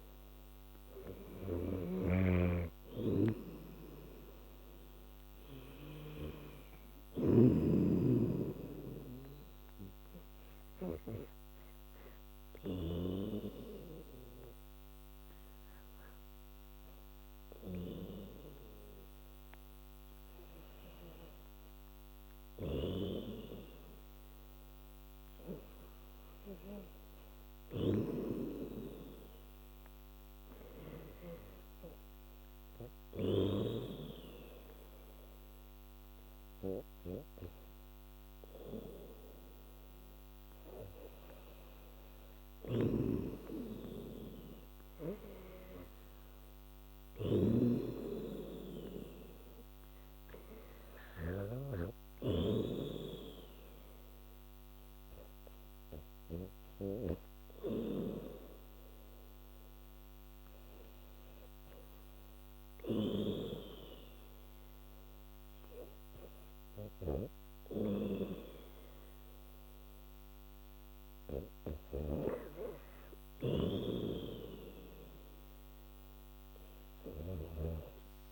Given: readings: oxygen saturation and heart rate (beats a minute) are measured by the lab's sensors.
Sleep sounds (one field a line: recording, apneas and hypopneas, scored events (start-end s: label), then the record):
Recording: breathing in sleep by a microphone on the trachea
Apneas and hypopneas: 2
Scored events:
0.00-4.50 s: oxygen desaturation (device-marked, oxygen 91% lowest, heart rate 76 extreme)
0.00-13.00 s: snoring (device-marked)
8.50-21.00 s: hypopnea (oxygen 95% before, 90% lowest, heart rate 86 before, 76 extreme, up 0 after)
23.00-25.50 s: arousal
24.50-38.50 s: oxygen desaturation (device-marked, oxygen 96% before, 91% lowest, heart rate 84 before, 78 extreme)
42.50-52.50 s: snoring (device-marked)
51.50-55.50 s: oxygen desaturation (device-marked, oxygen 94% before, 90% lowest, heart rate 81 before, 79 extreme)
54.50-69.50 s: hypopnea (oxygen 94% before, 90% lowest, heart rate 82 before, 78 extreme)
71.50-74.50 s: arousal
73.50-78.32 s: snoring (device-marked)
From the record:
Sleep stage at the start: REM sleep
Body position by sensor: on the back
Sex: female